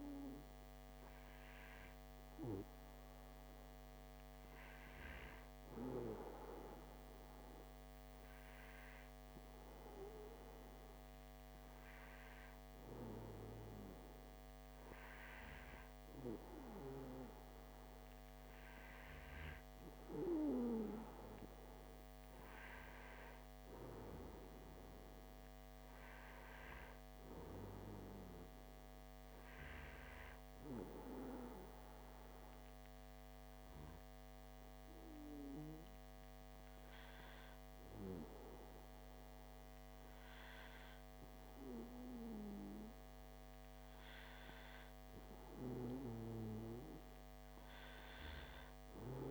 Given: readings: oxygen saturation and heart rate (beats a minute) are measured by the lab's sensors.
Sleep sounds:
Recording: breathing in sleep by a microphone on the trachea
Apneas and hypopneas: 1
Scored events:
25.00-29.00 s: arousal
32.50-44.50 s: hypopnea (oxygen 95% before, 94% lowest)
46.50-49.31 s: arousal
From the record:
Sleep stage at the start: N2 (light sleep)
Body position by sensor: on the back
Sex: male

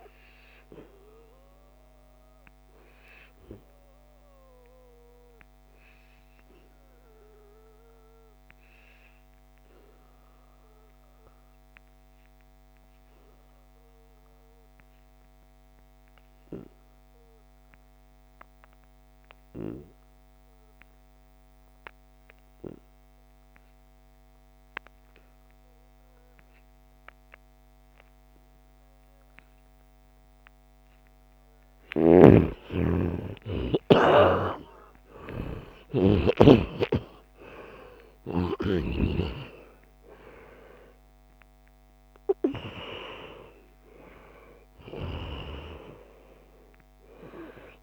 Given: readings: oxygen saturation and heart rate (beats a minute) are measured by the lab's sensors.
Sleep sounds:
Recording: breathing in sleep by a microphone on the trachea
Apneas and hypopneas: 1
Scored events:
0.00-13.50 s: oxygen desaturation (device-marked, oxygen 90% lowest, heart rate 69 extreme)
0.50-30.50 s: obstructive apnea (oxygen 98% before, 88% lowest, heart rate 75 before, 69 extreme, up 1 after)
29.50-47.82 s: oxygen desaturation (device-marked, oxygen 97% before, 88% lowest, heart rate 73 before, 68 extreme)
32.00-36.50 s: arousal
32.00-36.50 s: snoring (device-marked)
43.50-45.50 s: long interval between heartbeats (device-marked, heart rate 73 before, 95 extreme)
From the record:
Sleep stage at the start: N2 (light sleep)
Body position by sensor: on the back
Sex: male

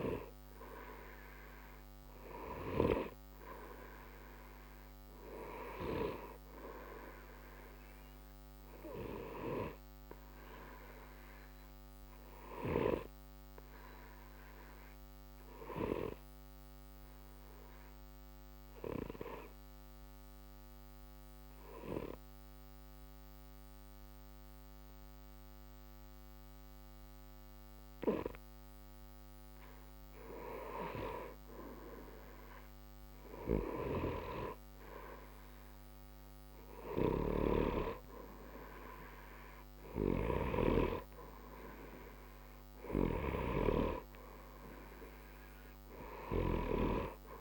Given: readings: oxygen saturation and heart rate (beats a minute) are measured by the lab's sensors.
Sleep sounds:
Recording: breathing in sleep by a microphone on the trachea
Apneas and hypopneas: 1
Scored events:
11.00-31.00 s: obstructive apnea (oxygen 93% before, 91% lowest, heart rate 60 before, 60 extreme, up 0 after)
33.00-36.50 s: arousal
From the record:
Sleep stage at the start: N2 (light sleep)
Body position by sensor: on the right side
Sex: male

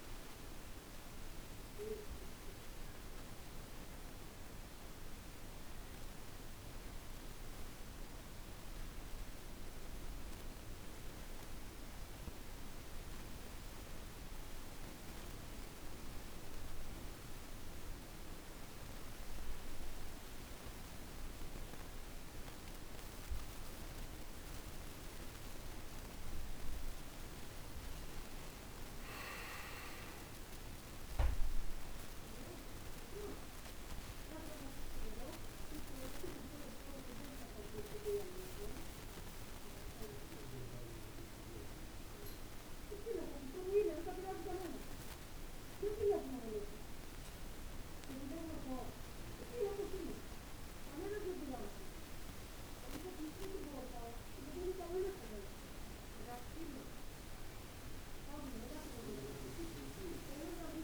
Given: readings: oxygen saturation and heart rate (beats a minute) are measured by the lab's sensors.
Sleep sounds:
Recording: a person partly awake in a sleep study, by a room microphone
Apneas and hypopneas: 1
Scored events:
6.00-60.83 s: new sleep stage, N1 (lightest sleep)
33.50-37.50 s: arousal
39.50-54.50 s: obstructive apnea (oxygen 96% before, 92% lowest, heart rate 58 before, 57 extreme, up 28 after)
59.00-60.83 s: oxygen desaturation (device-marked, oxygen 97% before, 92% lowest, heart rate 59 before, 54 extreme)
From the record:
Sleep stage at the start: awake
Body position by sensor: on the back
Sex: male

